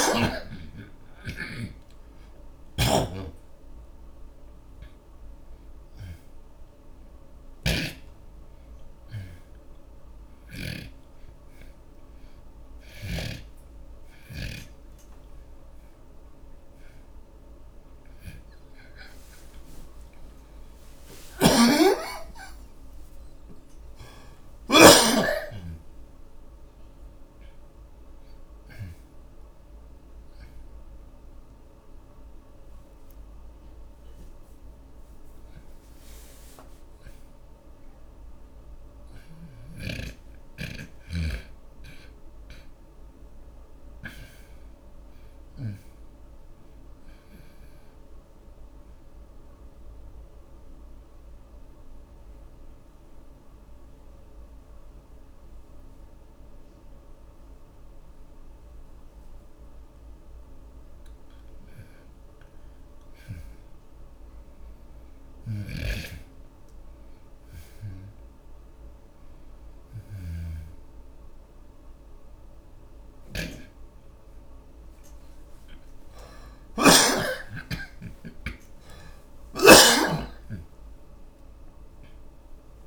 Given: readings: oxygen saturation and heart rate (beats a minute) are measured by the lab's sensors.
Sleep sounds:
a person partly awake in a sleep study, by a room microphone; 1
0.00-5.00 s: oxygen desaturation (device-marked, oxygen 90% before, 86% lowest)
0.00-11.00 s: snoring (device-marked)
12.00-21.00 s: oxygen desaturation (device-marked, oxygen 88% before, 73% lowest)
21.50-25.50 s: snoring (device-marked)
25.00-82.87 s: new sleep stage, N1 (lightest sleep)
50.00-61.50 s: central apnea (oxygen 98% before, 82% lowest)
54.00-58.00 s: oxygen desaturation (device-marked, oxygen 98% before, 95% lowest)
63.00-66.50 s: arousal
66.00-77.50 s: snoring (device-marked)
69.00-82.87 s: oxygen desaturation (device-marked, oxygen 95% before, 82% lowest)
From the record:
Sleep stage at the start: awake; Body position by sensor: on the back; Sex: male

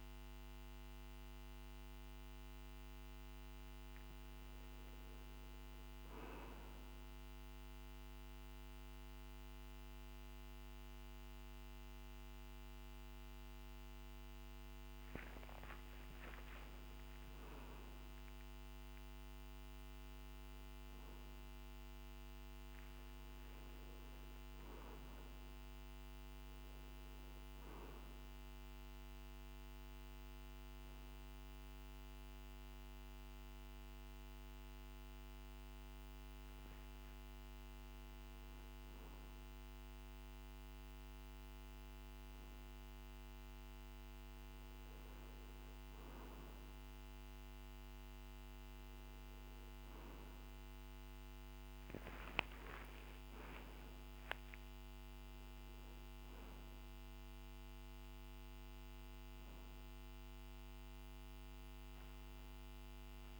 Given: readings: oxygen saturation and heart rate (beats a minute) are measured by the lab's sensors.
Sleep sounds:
a person partly awake in a sleep study, hard to hear, by a microphone on the trachea; none
22.50-63.40 s: new sleep stage, N1 (lightest sleep)
51.50-55.50 s: arousal
From the record:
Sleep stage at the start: awake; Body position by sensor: on the back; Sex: male

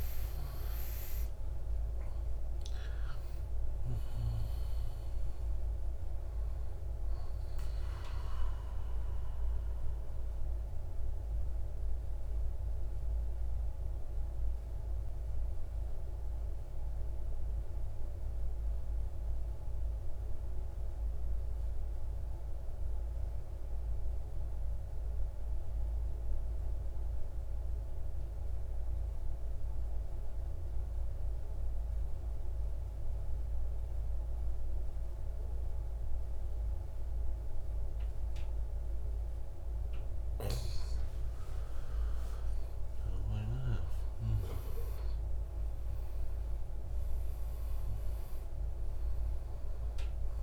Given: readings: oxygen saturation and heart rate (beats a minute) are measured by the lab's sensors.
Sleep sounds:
breathing in sleep, hard to hear, by a room microphone; 1
1.00-22.00 s: oxygen desaturation (device-marked, oxygen 94% before, 87% lowest, heart rate 112 before, 74 extreme)
8.50-40.00 s: mixed apnea (oxygen 94% before, 87% lowest, heart rate 108 before, 70 extreme, up 8 after)
42.00-46.50 s: arousal
42.00-50.43 s: oxygen desaturation (device-marked, oxygen 99% before, 90% lowest, heart rate 119 before, 44 extreme)
From the record:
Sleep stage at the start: N2 (light sleep); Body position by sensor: on the right side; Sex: male

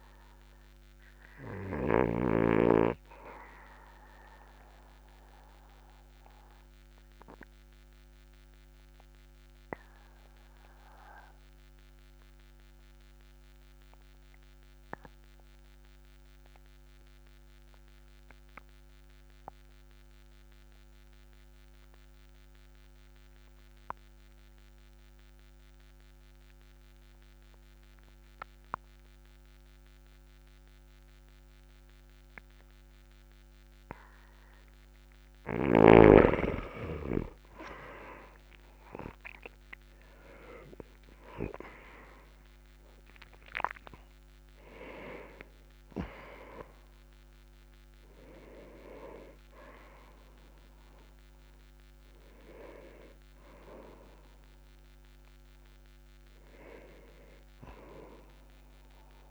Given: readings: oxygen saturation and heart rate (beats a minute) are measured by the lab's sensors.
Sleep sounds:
breathing in sleep by a microphone on the trachea; 1
3.50-34.50 s: obstructive apnea (oxygen 98% before, 91% lowest, heart rate 48 before, 43 extreme, up 7 after)
38.00-43.50 s: arousal
From the record:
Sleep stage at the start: N2 (light sleep); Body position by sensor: on the back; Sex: male

